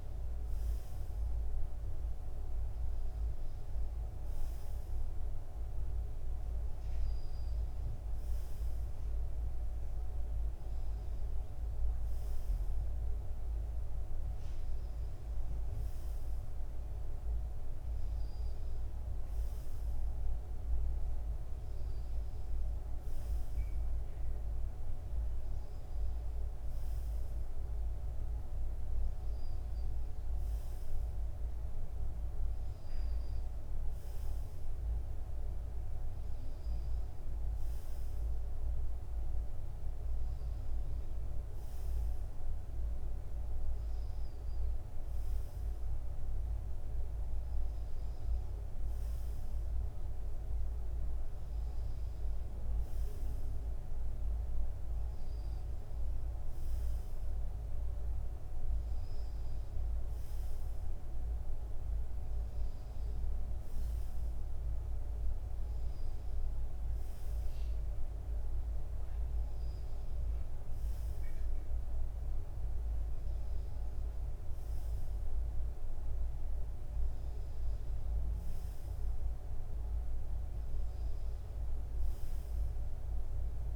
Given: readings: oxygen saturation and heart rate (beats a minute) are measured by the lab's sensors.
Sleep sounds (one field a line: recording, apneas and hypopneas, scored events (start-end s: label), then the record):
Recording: breathing in sleep, hard to hear, by a room microphone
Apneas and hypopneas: none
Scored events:
none scored
From the record:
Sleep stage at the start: N2 (light sleep)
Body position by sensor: on the front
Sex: male